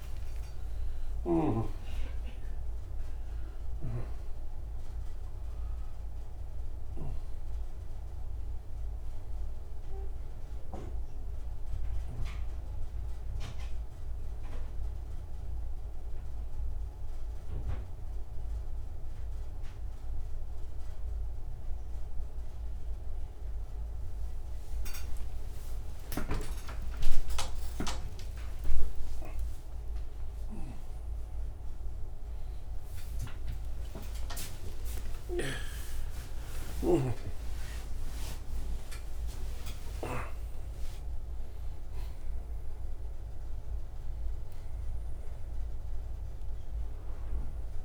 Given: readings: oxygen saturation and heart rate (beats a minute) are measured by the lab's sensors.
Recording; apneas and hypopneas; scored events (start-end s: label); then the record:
a person awake in a sleep study, by a room microphone; none
0.00-2.50 s: oxygen desaturation (device-marked, oxygen 89% lowest)
9.50-19.50 s: oxygen desaturation (device-marked, oxygen 91% before, 87% lowest, heart rate 48 before, 25 extreme)
From the record:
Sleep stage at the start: awake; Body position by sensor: upright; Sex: male